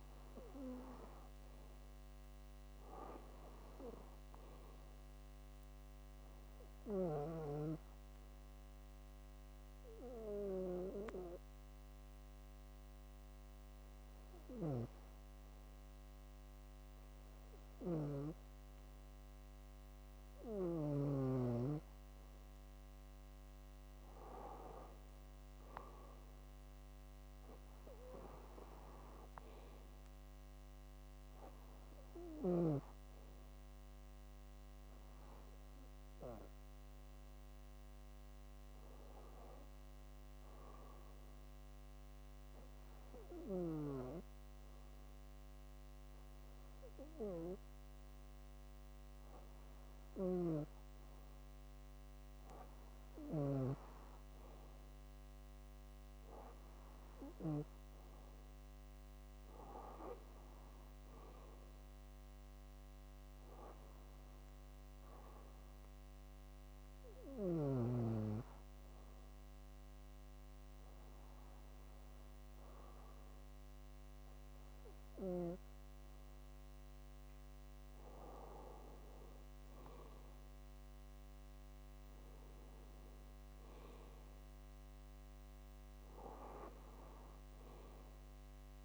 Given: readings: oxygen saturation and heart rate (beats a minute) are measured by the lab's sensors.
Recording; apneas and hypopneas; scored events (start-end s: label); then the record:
breathing in sleep by a microphone on the trachea; 3
7.00-21.00 s: obstructive apnea (oxygen 97% before, 93% lowest, heart rate 66 before, 61 extreme, up 7 after)
23.50-26.50 s: arousal
40.00-51.00 s: obstructive apnea (oxygen 96% before, 93% lowest, heart rate 67 before, 58 extreme, up 7 after)
53.50-57.00 s: arousal
64.50-77.00 s: hypopnea (oxygen 96% before, 94% lowest, heart rate 67 before, 58 extreme, up 10 after)
66.50-74.50 s: bradycardia (device-marked, heart rate 66 before, 58 extreme)
79.00-83.00 s: arousal
88.50-88.85 s: new sleep stage, N2 (light sleep)
From the record:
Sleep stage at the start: REM sleep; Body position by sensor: on the back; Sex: female